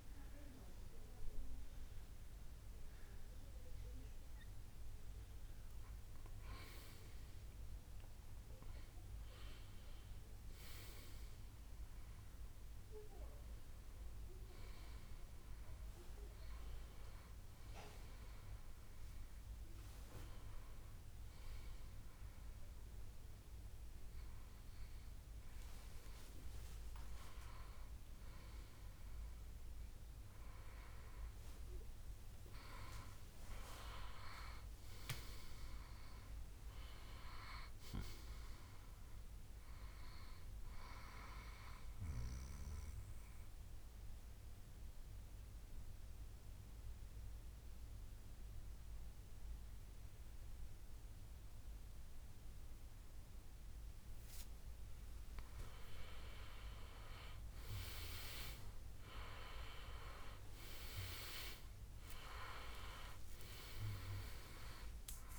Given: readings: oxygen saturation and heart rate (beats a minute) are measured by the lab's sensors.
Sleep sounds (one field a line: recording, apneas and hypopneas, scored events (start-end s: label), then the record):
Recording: breathing in sleep by a room microphone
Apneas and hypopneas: 1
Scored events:
0.00-26.50 s: oxygen desaturation (device-marked, oxygen 91% lowest, heart rate 63 extreme)
27.00-31.00 s: arousal
41.50-55.00 s: obstructive apnea (oxygen 99% before, 94% lowest, heart rate 71 before, 63 extreme, up 15 after)
60.50-65.39 s: arousal
61.50-63.50 s: long interval between heartbeats (device-marked, heart rate 66 before, 77 extreme)
63.50-65.39 s: oxygen desaturation (device-marked, oxygen 97% before, 94% lowest, heart rate 67 before, 64 extreme)
From the record:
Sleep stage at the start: N2 (light sleep)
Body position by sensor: on the back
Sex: male